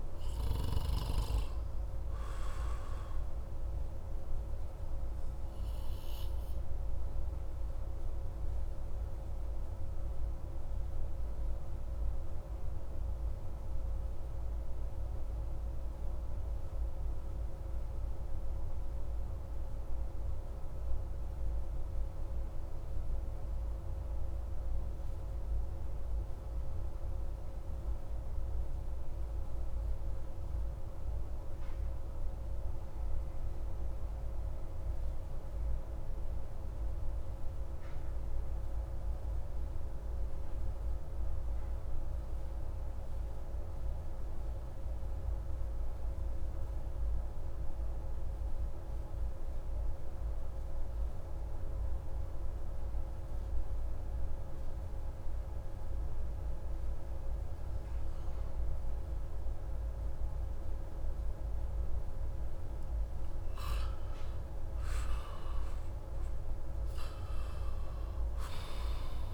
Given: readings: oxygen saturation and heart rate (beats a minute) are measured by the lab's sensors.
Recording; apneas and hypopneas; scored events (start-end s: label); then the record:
breathing in sleep, hard to hear, by a room microphone; 1
4.00-57.50 s: obstructive apnea (oxygen 96% before, 90% lowest)
60.00-69.34 s: oxygen desaturation (device-marked, oxygen 96% before, 92% lowest)
61.50-65.50 s: arousal
From the record:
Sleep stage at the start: N2 (light sleep); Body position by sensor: on the back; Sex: male